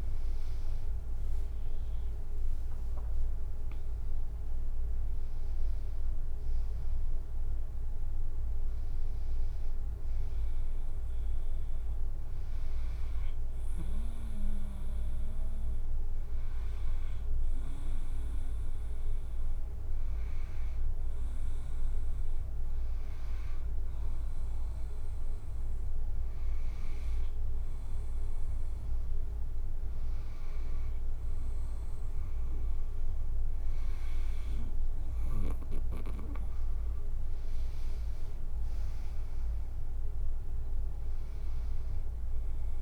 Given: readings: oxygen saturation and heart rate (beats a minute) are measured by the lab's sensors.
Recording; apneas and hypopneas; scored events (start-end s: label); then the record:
a person partly awake in a sleep study, hard to hear, by a room microphone; none
12.00-42.82 s: new sleep stage, N2 (light sleep)
From the record:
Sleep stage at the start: awake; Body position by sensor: on the right side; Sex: female